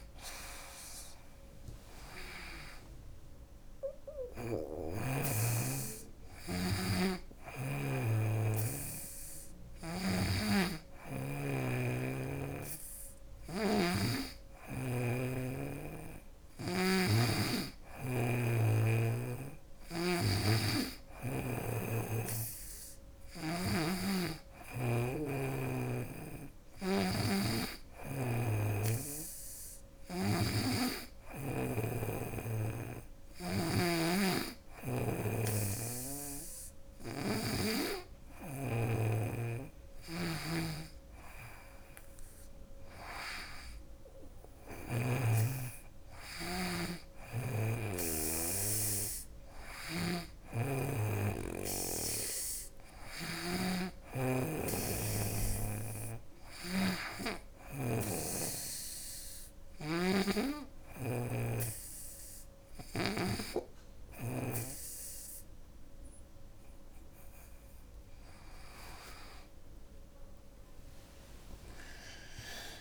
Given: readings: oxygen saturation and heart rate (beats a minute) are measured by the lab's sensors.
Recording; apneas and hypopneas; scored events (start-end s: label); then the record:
breathing in sleep by a room microphone; none
0.00-4.00 s: snoring (device-marked)
6.00-9.50 s: snoring (device-marked)
19.00-23.00 s: snoring (device-marked)
27.50-31.00 s: snoring (device-marked)
33.00-44.50 s: snoring (device-marked)
49.00-62.50 s: snoring (device-marked)
From the record:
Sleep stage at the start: N2 (light sleep); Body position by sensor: on the right side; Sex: female